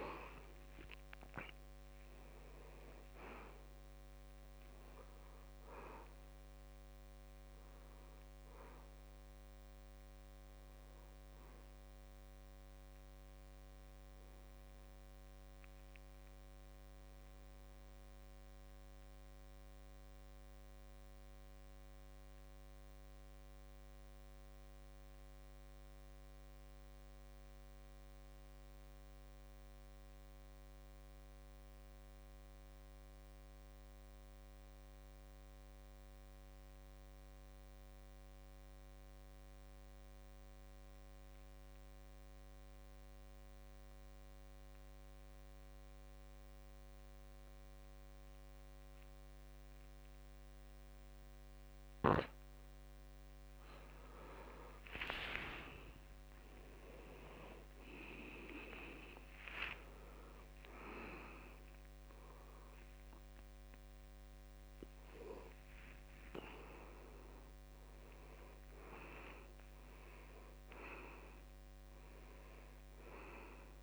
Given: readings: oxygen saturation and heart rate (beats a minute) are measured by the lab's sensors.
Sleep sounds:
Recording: breathing in sleep by a microphone on the trachea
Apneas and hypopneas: 1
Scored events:
0.00-13.00 s: oxygen desaturation (device-marked, oxygen 80% lowest, heart rate 63 extreme)
16.50-52.00 s: obstructive apnea (oxygen 88% before, 79% lowest, heart rate 74 before, 63 extreme, up 13 after)
42.00-73.83 s: oxygen desaturation (device-marked, oxygen 97% before, 79% lowest, heart rate 66 before, 69 extreme)
55.00-73.83 s: new sleep stage, N1 (lightest sleep)
55.50-59.00 s: arousal
59.00-61.00 s: long interval between heartbeats (device-marked, heart rate 70 before, 81 extreme)
From the record:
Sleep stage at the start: N2 (light sleep)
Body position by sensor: on the back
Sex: male

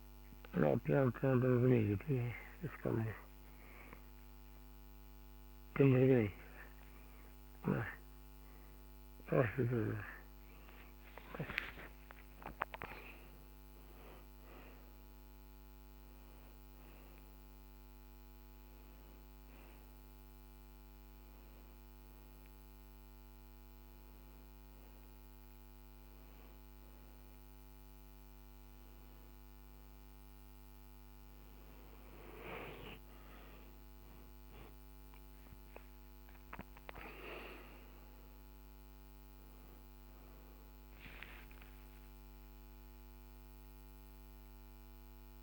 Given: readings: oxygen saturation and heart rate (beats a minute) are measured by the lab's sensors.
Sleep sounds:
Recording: a person awake in a sleep study, by a microphone on the trachea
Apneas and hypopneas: none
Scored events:
0.00-5.50 s: snoring (device-marked)
From the record:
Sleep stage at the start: awake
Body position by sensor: on the back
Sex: male

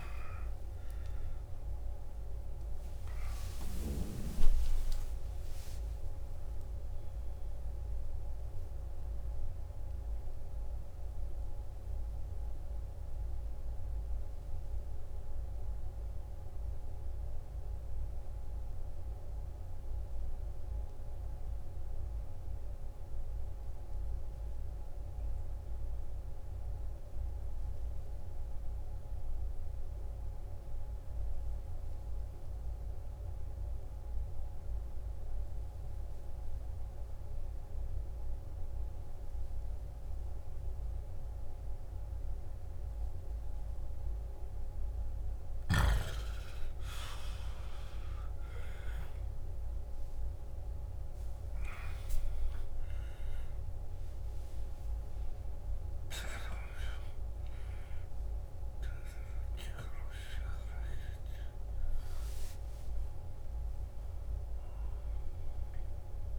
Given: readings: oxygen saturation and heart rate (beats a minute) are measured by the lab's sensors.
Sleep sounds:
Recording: breathing in sleep by a room microphone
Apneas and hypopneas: 1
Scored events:
0.00-20.50 s: oxygen desaturation (device-marked, oxygen 89% lowest, heart rate 53 extreme)
11.00-45.00 s: hypopnea (oxygen 97% before, 88% lowest, heart rate 69 before, 53 extreme, up 15 after)
36.50-66.39 s: oxygen desaturation (device-marked, oxygen 98% before, 88% lowest, heart rate 55 before, 52 extreme)
38.50-66.39 s: new sleep stage, N2 (light sleep)
47.00-51.50 s: arousal
From the record:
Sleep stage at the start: N1 (lightest sleep)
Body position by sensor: on the back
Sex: male

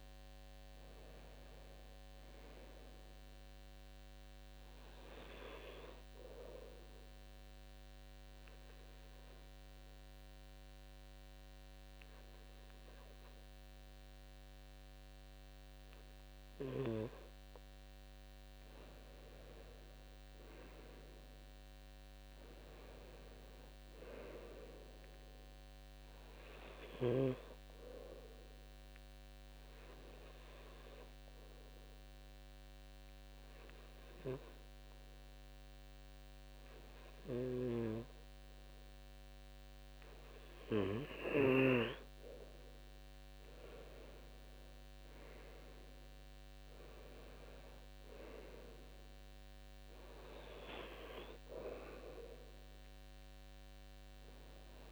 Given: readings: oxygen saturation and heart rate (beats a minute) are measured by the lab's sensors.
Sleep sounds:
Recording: breathing in sleep by a microphone on the trachea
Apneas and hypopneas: 2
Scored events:
6.00-22.00 s: oxygen desaturation (device-marked, oxygen 97% before, 92% lowest, heart rate 74 before, 65 extreme)
7.00-18.00 s: obstructive apnea (oxygen 97% before, 92% lowest, heart rate 74 before, 67 extreme, up 9 after)
19.50-23.00 s: arousal
28.00-40.50 s: hypopnea (oxygen 97% before, 92% lowest, heart rate 70 before, 68 extreme, up 9 after)
43.00-47.50 s: arousal
From the record:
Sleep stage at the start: N2 (light sleep)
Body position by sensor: on the left side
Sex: male

